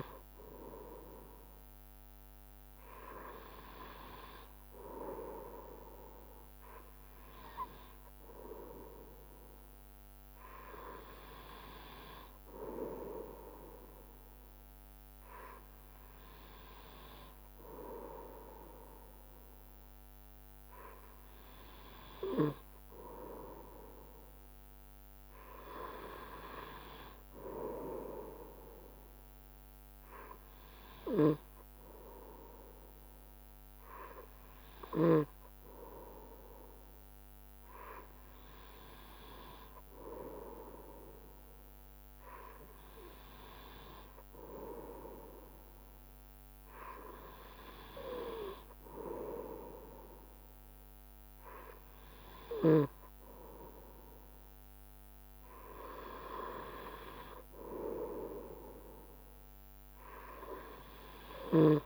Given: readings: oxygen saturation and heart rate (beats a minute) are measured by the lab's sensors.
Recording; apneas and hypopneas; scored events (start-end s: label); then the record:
breathing in sleep by a microphone on the trachea; none
24.50-26.50 s: long interval between heartbeats (device-marked, heart rate 72 before, 70 extreme)
From the record:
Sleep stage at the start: N2 (light sleep); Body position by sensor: on the right side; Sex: male